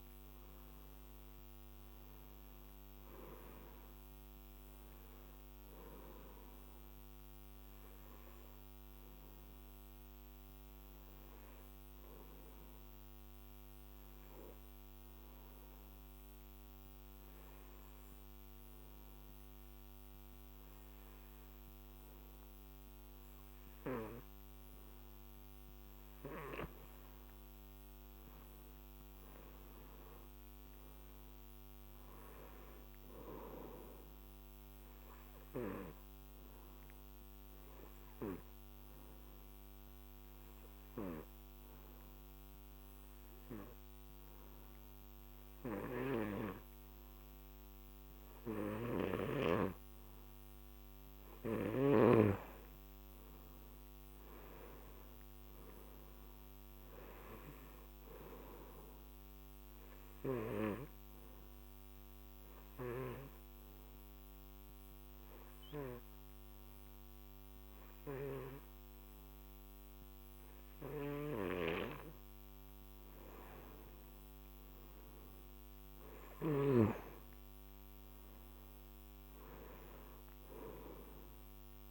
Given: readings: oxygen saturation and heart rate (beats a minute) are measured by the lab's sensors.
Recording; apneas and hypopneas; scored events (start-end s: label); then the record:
breathing in sleep by a microphone on the trachea; 3
0.00-1.00 s: arousal
9.00-25.00 s: hypopnea (oxygen 96% before, 88% lowest, heart rate 56 before, 48 extreme, up 15 after)
28.00-31.00 s: arousal
30.50-51.50 s: oxygen desaturation (device-marked, oxygen 97% before, 91% lowest, heart rate 52 before, 50 extreme)
37.00-49.50 s: obstructive apnea (oxygen 97% before, 88% lowest, heart rate 56 before, 50 extreme, up 13 after)
53.50-57.00 s: arousal
53.50-75.50 s: oxygen desaturation (device-marked, oxygen 96% before, 88% lowest, heart rate 55 before, 50 extreme)
60.00-72.00 s: obstructive apnea (oxygen 96% before, 88% lowest, heart rate 58 before, 50 extreme, up 16 after)
73.50-77.00 s: arousal
From the record:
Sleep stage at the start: N2 (light sleep); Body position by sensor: on the back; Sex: male